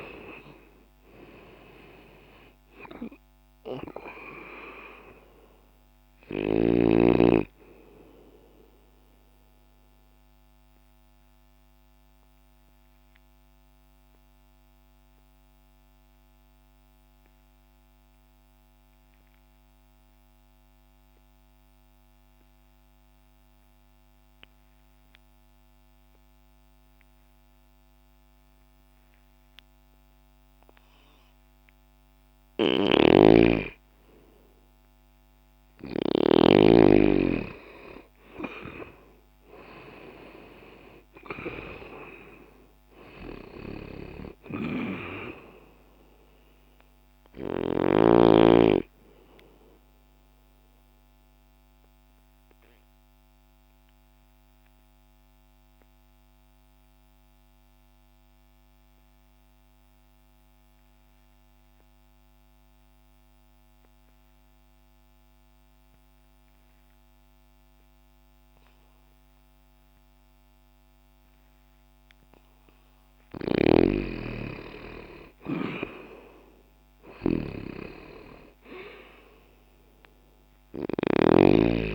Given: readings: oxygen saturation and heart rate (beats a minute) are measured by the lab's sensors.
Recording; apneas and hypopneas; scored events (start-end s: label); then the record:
breathing in sleep by a microphone on the trachea; 2
0.00-30.00 s: oxygen desaturation (device-marked, oxygen 96% before, 84% lowest, heart rate 60 before, 60 extreme)
9.00-32.00 s: obstructive apnea (oxygen 97% before, 81% lowest, heart rate 60 before, 60 extreme, up 0 after)
32.00-70.00 s: oxygen desaturation (device-marked, oxygen 97% before, 81% lowest, heart rate 60 before, 60 extreme)
32.50-36.50 s: snoring (device-marked)
35.00-40.00 s: arousal
50.50-72.00 s: obstructive apnea (oxygen 97% before, 81% lowest, heart rate 61 before, 59 extreme, up 1 after)
73.00-81.95 s: snoring (device-marked)
74.00-78.50 s: arousal
From the record:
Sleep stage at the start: N2 (light sleep); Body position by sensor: on the left side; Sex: male